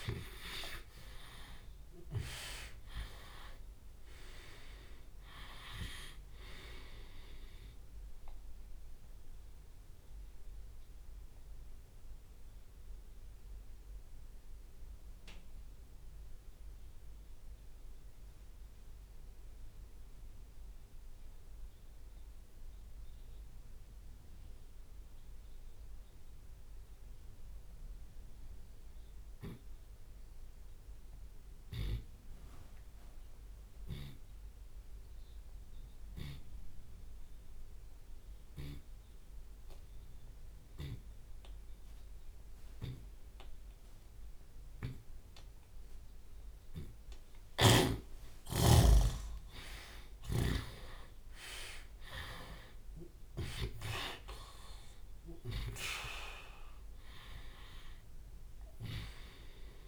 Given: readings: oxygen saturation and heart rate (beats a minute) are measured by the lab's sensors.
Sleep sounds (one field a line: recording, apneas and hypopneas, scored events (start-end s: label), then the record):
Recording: breathing in sleep by a room microphone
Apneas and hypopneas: 1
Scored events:
0.00-2.00 s: arousal
8.50-10.50 s: long interval between heartbeats (device-marked)
10.00-47.00 s: obstructive apnea (oxygen 99% before, 70% lowest)
13.50-20.50 s: drop in pulse transit time (device-marked)
13.50-31.50 s: oxygen desaturation (device-marked, oxygen 94% before, 72% lowest)
24.00-26.00 s: long interval between heartbeats (device-marked)
32.00-34.00 s: long interval between heartbeats (device-marked, heart rate 30 before, 48 extreme)
35.50-37.50 s: long interval between heartbeats (device-marked, heart rate 32 before, 57 extreme)
37.50-53.50 s: tachycardia (device-marked, heart rate 74 before, 129 extreme)
40.00-42.00 s: long interval between heartbeats (device-marked, heart rate 41 before, 94 extreme)
41.50-47.50 s: drop in pulse transit time (device-marked, heart rate 49 before, 118 extreme)
47.00-49.00 s: long interval between heartbeats (device-marked, heart rate 73 before, 122 extreme)
47.50-51.00 s: snoring (device-marked)
48.50-53.50 s: arousal
49.00-51.00 s: long interval between heartbeats (device-marked, heart rate 83 before, 121 extreme)
56.50-59.87 s: oxygen desaturation (device-marked, oxygen 96% before, 70% lowest)
From the record:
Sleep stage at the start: N2 (light sleep)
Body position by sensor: on the left side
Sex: male